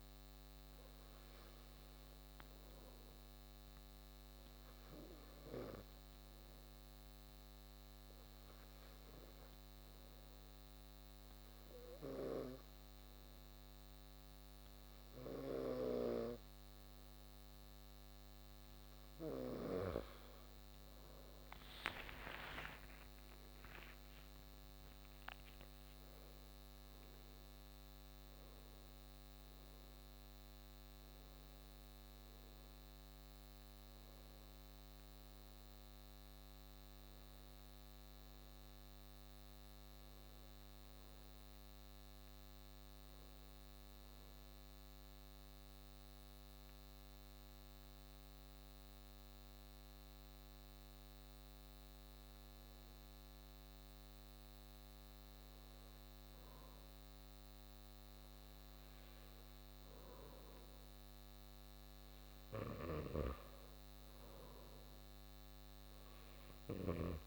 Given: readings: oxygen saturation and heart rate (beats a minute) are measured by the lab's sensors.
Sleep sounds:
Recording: breathing in sleep by a microphone on the trachea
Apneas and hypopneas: 2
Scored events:
4.50-18.50 s: obstructive apnea (oxygen 97% before, 93% lowest, heart rate 81 before, 36 extreme)
20.50-25.00 s: arousal
26.50-36.50 s: oxygen desaturation (device-marked, oxygen 96% before, 93% lowest, heart rate 77 before, 56 extreme)
44.50-58.00 s: hypopnea (oxygen 96% before, 95% lowest, heart rate 110 before, 40 extreme, up 42 after)
63.50-67.00 s: arousal
From the record:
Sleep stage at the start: N2 (light sleep)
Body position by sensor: on the back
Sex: male

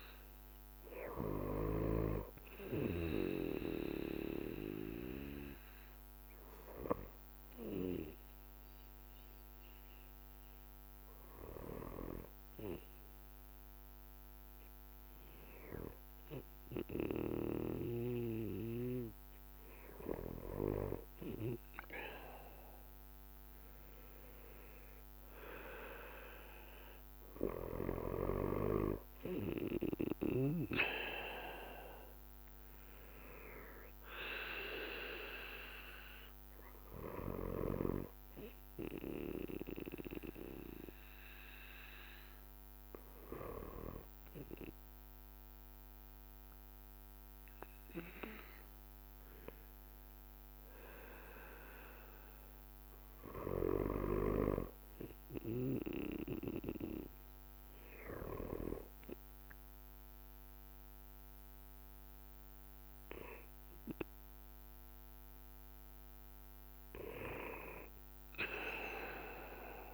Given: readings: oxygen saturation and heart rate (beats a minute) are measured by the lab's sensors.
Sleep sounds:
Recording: breathing in sleep by a microphone on the trachea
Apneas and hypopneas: 2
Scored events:
0.00-69.94 s: bradycardia (device-marked)
4.00-16.00 s: obstructive apnea (oxygen 93% before, 90% lowest, heart rate 54 before, 53 extreme, up 1 after)
22.50-27.00 s: arousal
39.50-53.00 s: hypopnea (oxygen 93% before, 91% lowest, heart rate 54 before, 52 extreme, up 4 after)
45.00-55.00 s: drop in pulse transit time (device-marked, heart rate 53 before, 52 extreme)
56.00-60.50 s: arousal
From the record:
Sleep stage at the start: N2 (light sleep)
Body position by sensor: on the back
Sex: male

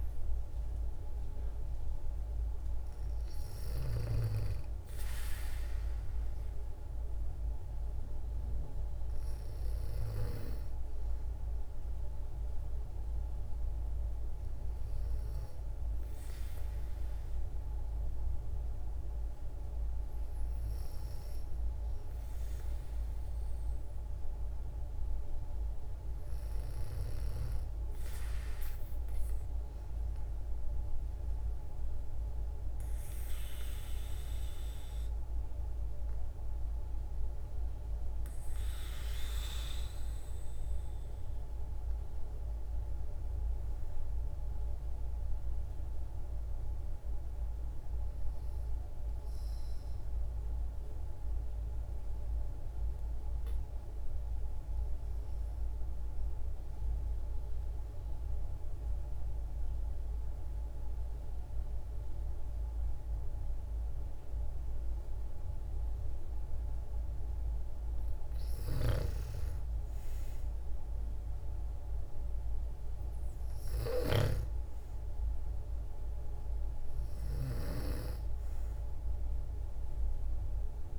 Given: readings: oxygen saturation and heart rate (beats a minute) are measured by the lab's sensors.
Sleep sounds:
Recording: breathing in sleep by a room microphone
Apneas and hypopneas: 2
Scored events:
0.00-8.50 s: oxygen desaturation (device-marked, oxygen 92% lowest, heart rate 55 extreme)
15.50-26.50 s: hypopnea (oxygen 96% before, 89% lowest, heart rate 57 before, 56 extreme, up 10 after)
28.50-31.50 s: arousal
50.50-66.50 s: obstructive apnea (oxygen 96% before, 89% lowest, heart rate 60 before, 56 extreme, up 5 after)
68.00-74.00 s: snoring (device-marked)
69.00-73.50 s: arousal
69.50-80.99 s: oxygen desaturation (device-marked, oxygen 96% before, 89% lowest, heart rate 58 before, 56 extreme)
From the record:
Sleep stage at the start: N2 (light sleep)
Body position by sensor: on the back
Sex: female

